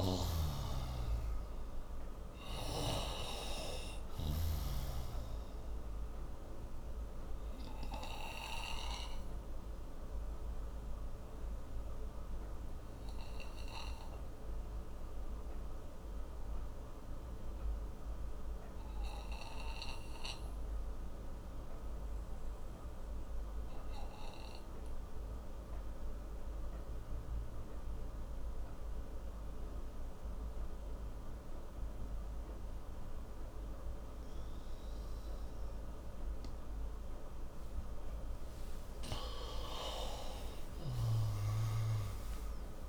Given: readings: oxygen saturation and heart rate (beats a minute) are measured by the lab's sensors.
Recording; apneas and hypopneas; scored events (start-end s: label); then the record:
breathing in sleep by a room microphone; 1
6.00-37.50 s: obstructive apnea (oxygen 98% before, 91% lowest)
9.50-26.50 s: oxygen desaturation (device-marked, oxygen 95% before, 92% lowest)
39.00-42.50 s: arousal
40.50-42.89 s: oxygen desaturation (device-marked, oxygen 97% before, 91% lowest)
From the record:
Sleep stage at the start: N2 (light sleep); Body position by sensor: on the right side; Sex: male